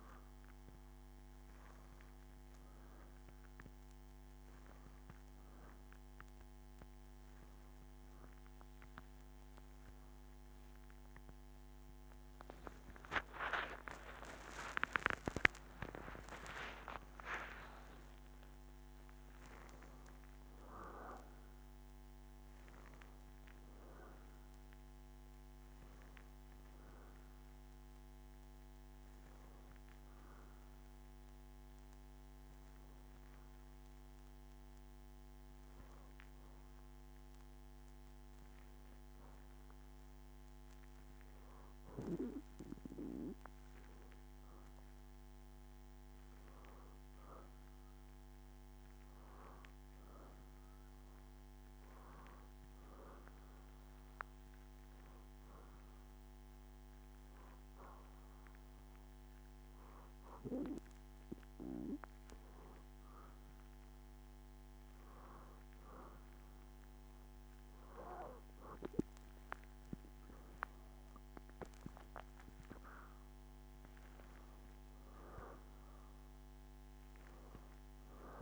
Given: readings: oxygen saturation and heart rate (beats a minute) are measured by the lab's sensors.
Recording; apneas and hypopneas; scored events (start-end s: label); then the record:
breathing in sleep by a microphone on the trachea; 2
5.50-7.50 s: long interval between heartbeats (device-marked, heart rate 73 before, 85 extreme)
8.50-10.50 s: long interval between heartbeats (device-marked, heart rate 75 before, 94 extreme)
27.50-30.50 s: arousal
32.50-44.50 s: hypopnea (oxygen 94% before, 92% lowest, heart rate 75 before, 68 extreme, up 7 after)
46.50-51.00 s: arousal
53.00-70.00 s: oxygen desaturation (device-marked, oxygen 96% before, 92% lowest, heart rate 70 before, 73 extreme)
55.00-66.00 s: hypopnea (oxygen 96% before, 91% lowest, heart rate 71 before, 73 extreme, up 4 after)
71.50-76.00 s: arousal
From the record:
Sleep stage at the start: N2 (light sleep); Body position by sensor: on the back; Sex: female